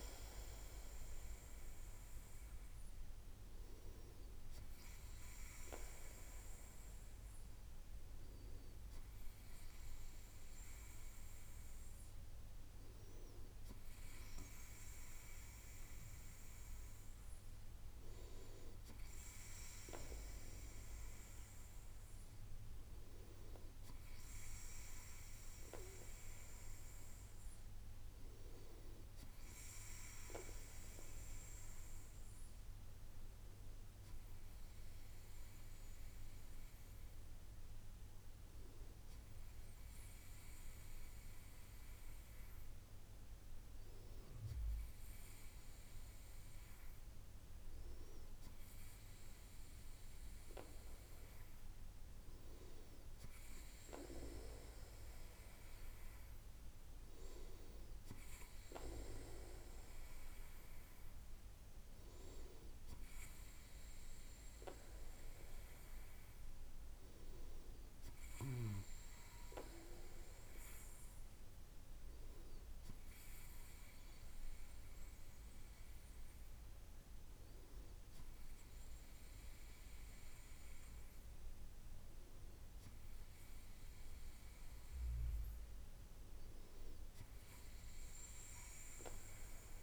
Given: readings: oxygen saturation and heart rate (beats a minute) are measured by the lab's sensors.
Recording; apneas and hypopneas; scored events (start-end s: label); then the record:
breathing in sleep by a room microphone; none
none scored
From the record:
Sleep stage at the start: N2 (light sleep); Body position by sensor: on the right side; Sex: male